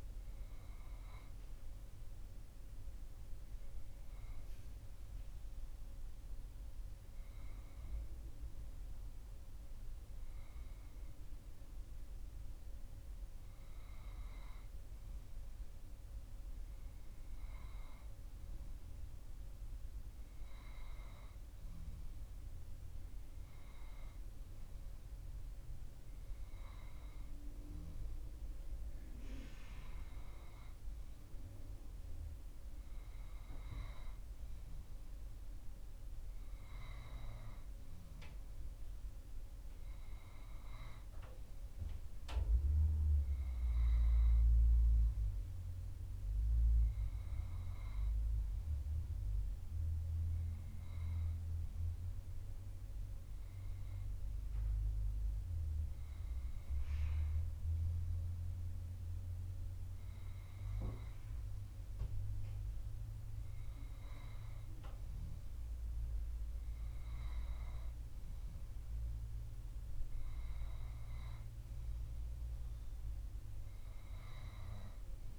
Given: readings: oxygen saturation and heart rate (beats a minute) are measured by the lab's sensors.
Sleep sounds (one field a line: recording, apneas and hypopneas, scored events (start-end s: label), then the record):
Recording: breathing in sleep by a room microphone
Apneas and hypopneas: none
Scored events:
none scored
From the record:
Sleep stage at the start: N2 (light sleep)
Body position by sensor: on the back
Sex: male